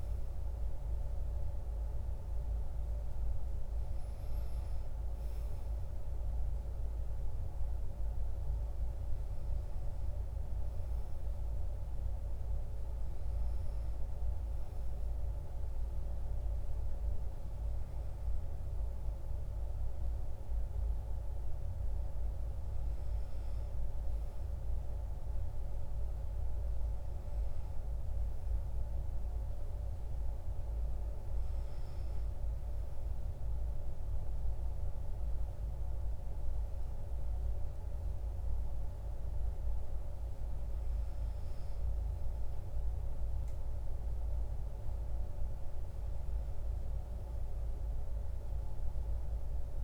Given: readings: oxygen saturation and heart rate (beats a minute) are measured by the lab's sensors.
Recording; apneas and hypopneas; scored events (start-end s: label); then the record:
breathing in sleep, hard to hear, by a room microphone; none
none scored
From the record:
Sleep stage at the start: N2 (light sleep); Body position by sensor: on the back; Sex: male